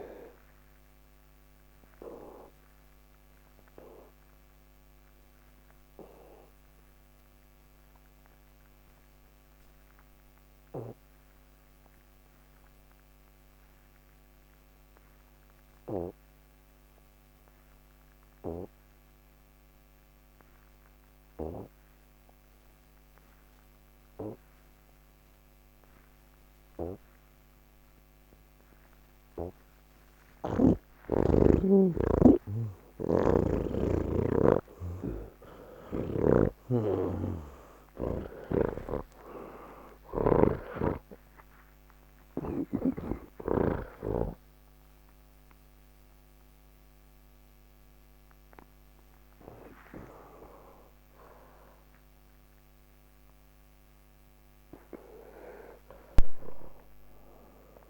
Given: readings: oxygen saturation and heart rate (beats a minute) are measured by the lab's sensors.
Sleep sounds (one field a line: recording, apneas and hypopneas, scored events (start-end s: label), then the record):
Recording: breathing in sleep by a microphone on the trachea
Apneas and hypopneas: 1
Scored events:
0.00-18.00 s: oxygen desaturation (device-marked, oxygen 82% lowest, heart rate 28 extreme)
1.00-28.00 s: obstructive apnea (oxygen 99% before, 81% lowest, heart rate 99 before, 28 extreme)
20.00-37.00 s: oxygen desaturation (device-marked, oxygen 98% before, 89% lowest, heart rate 72 before, 28 extreme)
33.00-44.00 s: snoring (device-marked)
43.00-57.90 s: oxygen desaturation (device-marked, oxygen 92% before, 81% lowest, heart rate 75 before, 110 extreme)
From the record:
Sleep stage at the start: N2 (light sleep)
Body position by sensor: on the back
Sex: male